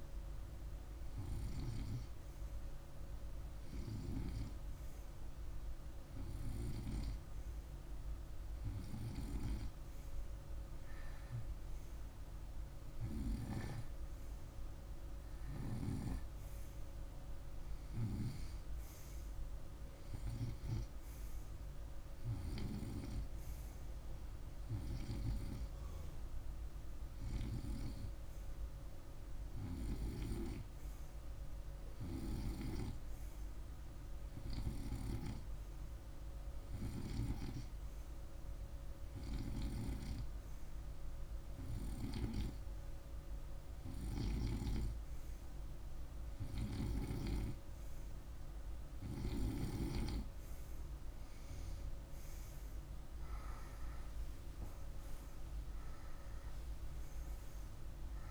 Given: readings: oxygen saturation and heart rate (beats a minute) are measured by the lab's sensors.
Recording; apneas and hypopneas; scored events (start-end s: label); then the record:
breathing in sleep by a room microphone; none
none scored
From the record:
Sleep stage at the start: N2 (light sleep); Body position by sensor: on the right side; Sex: male